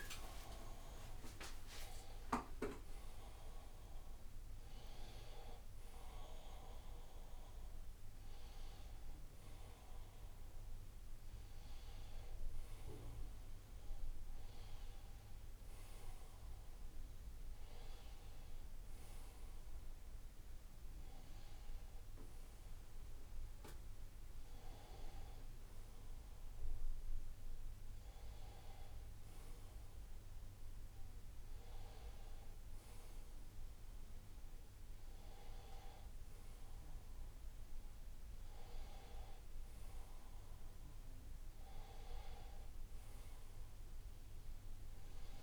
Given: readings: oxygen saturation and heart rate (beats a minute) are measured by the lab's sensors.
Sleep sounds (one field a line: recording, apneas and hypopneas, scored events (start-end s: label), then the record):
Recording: a person awake in a sleep study, by a room microphone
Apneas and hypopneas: none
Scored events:
10.00-14.00 s: tachycardia (device-marked, heart rate 86 before, 101 extreme)
28.00-34.00 s: tachycardia (device-marked, heart rate 86 before, 105 extreme)
From the record:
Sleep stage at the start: awake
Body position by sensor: upright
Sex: male